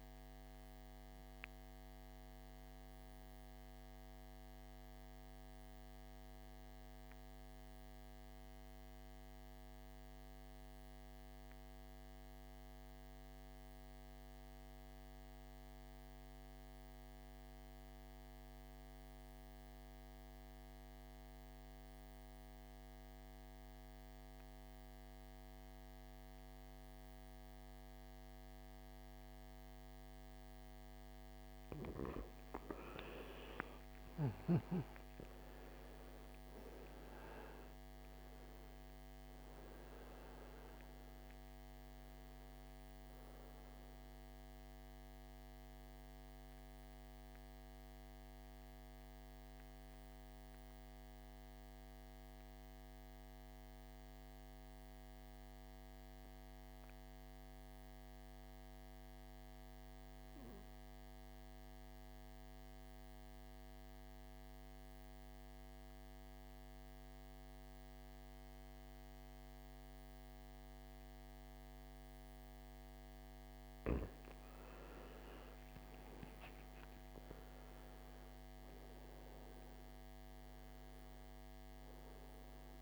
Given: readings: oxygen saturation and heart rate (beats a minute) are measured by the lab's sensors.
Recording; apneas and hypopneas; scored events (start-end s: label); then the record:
breathing in sleep, hard to hear, by a microphone on the trachea; 2
0.00-13.50 s: oxygen desaturation (device-marked, oxygen 87% lowest, heart rate 52 extreme)
8.50-31.00 s: mixed apnea (oxygen 97% before, 82% lowest, heart rate 62 before, 52 extreme, up 15 after)
26.50-57.50 s: oxygen desaturation (device-marked, oxygen 98% before, 82% lowest, heart rate 55 before, 52 extreme)
33.00-37.00 s: arousal
46.00-73.00 s: mixed apnea (oxygen 98% before, 82% lowest, heart rate 66 before, 52 extreme, up 18 after)
73.50-82.82 s: oxygen desaturation (device-marked, oxygen 99% before, 86% lowest, heart rate 54 before, 54 extreme)
75.00-80.50 s: arousal
From the record:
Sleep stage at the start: N2 (light sleep); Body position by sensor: on the back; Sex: male